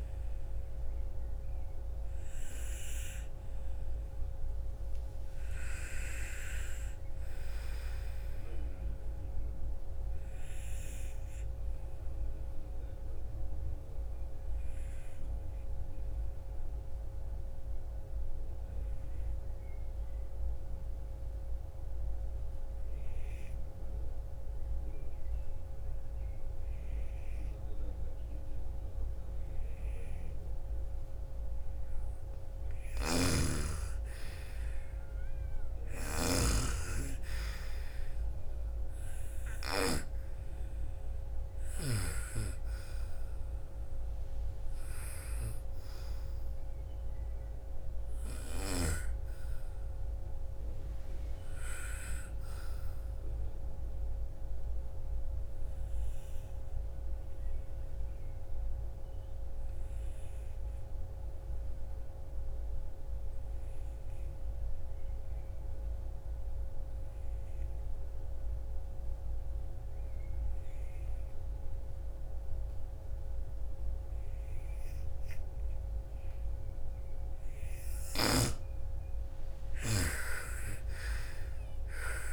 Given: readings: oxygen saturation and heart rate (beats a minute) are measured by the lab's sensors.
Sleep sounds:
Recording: breathing in sleep by a room microphone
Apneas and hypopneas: 2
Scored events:
0.00-10.00 s: oxygen desaturation (device-marked, oxygen 87% lowest, heart rate 53 extreme)
9.00-31.00 s: obstructive apnea (oxygen 97% before, 84% lowest, heart rate 64 before, 53 extreme, up 2 after)
28.00-53.00 s: oxygen desaturation (device-marked, oxygen 98% before, 86% lowest, heart rate 60 before, 43 extreme)
32.00-39.00 s: snoring (device-marked)
33.00-37.00 s: arousal
53.00-76.50 s: obstructive apnea (oxygen 98% before, 83% lowest, heart rate 66 before, 43 extreme, up 28 after)
73.00-82.32 s: oxygen desaturation (device-marked, oxygen 98% before, 83% lowest, heart rate 59 before, 49 extreme)
79.50-82.32 s: arousal
From the record:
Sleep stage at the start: N2 (light sleep)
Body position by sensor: on the right side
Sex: female

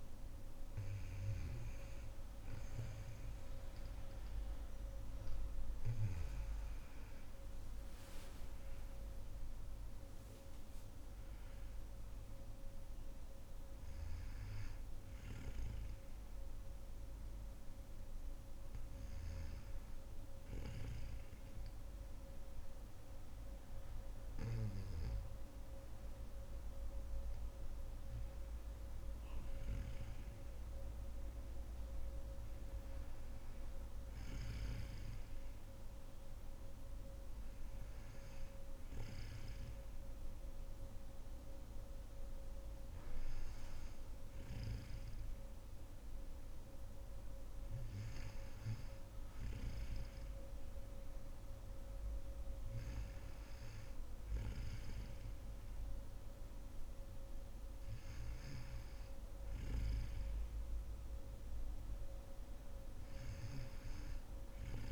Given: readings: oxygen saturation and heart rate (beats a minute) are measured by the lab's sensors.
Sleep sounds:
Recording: breathing in sleep, hard to hear, by a room microphone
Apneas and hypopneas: none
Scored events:
none scored
From the record:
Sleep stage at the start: N2 (light sleep)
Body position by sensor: on the back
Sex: female

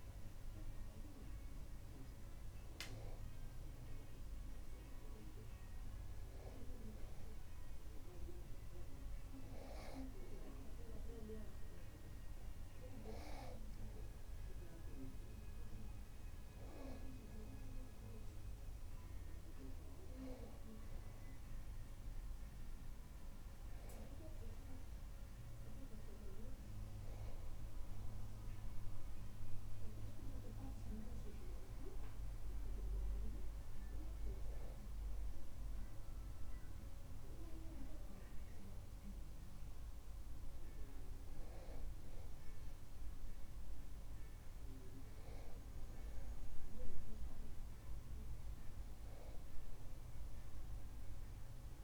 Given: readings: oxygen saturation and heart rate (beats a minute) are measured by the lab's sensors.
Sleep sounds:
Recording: breathing in sleep by a room microphone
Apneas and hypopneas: none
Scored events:
none scored
From the record:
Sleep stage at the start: N2 (light sleep)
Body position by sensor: on the back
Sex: male

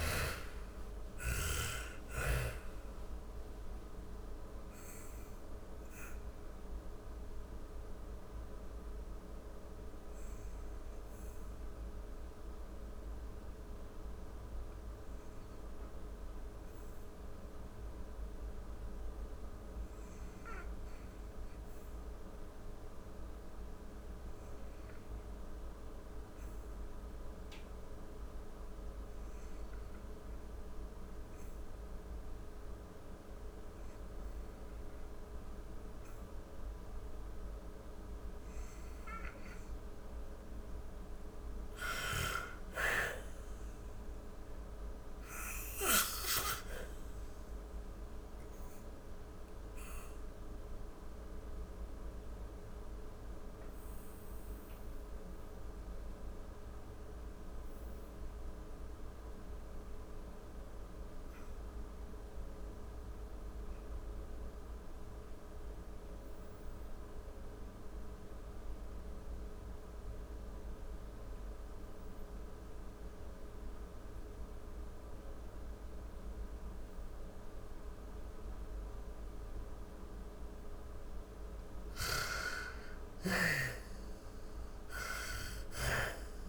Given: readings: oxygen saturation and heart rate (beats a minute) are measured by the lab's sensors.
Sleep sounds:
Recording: breathing in sleep by a room microphone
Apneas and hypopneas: 2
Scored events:
0.00-19.00 s: oxygen desaturation (device-marked, oxygen 59% lowest, heart rate 35 extreme)
2.00-36.50 s: obstructive apnea (oxygen 88% before, 59% lowest, heart rate 54 before, 45 extreme, up 16 after)
35.00-72.00 s: oxygen desaturation (device-marked, oxygen 97% before, 70% lowest, heart rate 52 before, 40 extreme)
39.00-43.50 s: arousal
46.50-78.50 s: obstructive apnea (oxygen 97% before, 70% lowest, heart rate 53 before, 40 extreme, up 34 after)
74.00-86.49 s: oxygen desaturation (device-marked, oxygen 96% before, 73% lowest, heart rate 56 before, 46 extreme)
80.00-84.50 s: arousal
From the record:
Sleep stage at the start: REM sleep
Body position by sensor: on the back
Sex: female

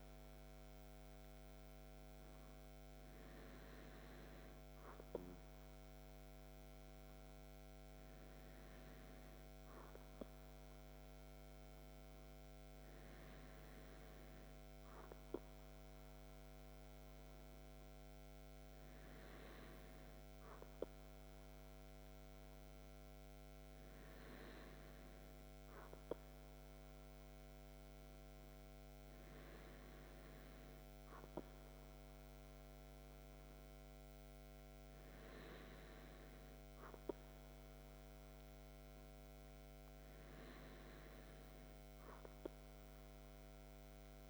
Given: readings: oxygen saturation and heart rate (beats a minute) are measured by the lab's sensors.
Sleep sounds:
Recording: breathing in sleep, hard to hear, by a microphone on the trachea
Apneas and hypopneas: none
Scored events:
none scored
From the record:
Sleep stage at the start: N2 (light sleep)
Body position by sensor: on the back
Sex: male

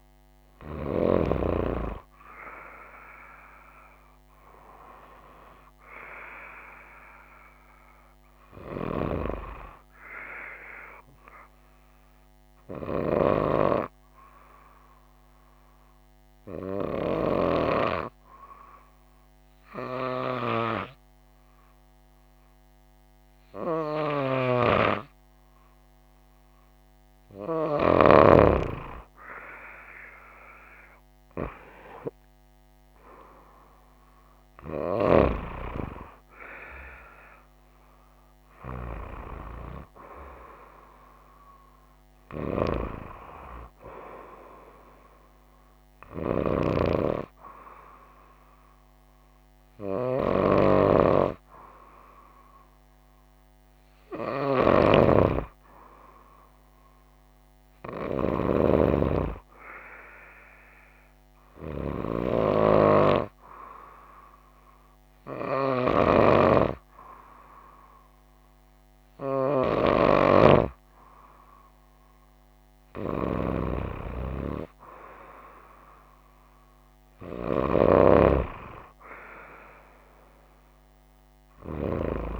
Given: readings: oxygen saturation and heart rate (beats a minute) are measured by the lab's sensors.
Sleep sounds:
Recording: breathing in sleep by a microphone on the trachea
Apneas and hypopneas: 1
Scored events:
11.50-28.00 s: hypopnea (oxygen 96% before, 95% lowest, heart rate 61 before, 49 extreme, up 5 after)
31.00-35.50 s: arousal
From the record:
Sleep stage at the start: N2 (light sleep)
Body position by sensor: on the right side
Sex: female

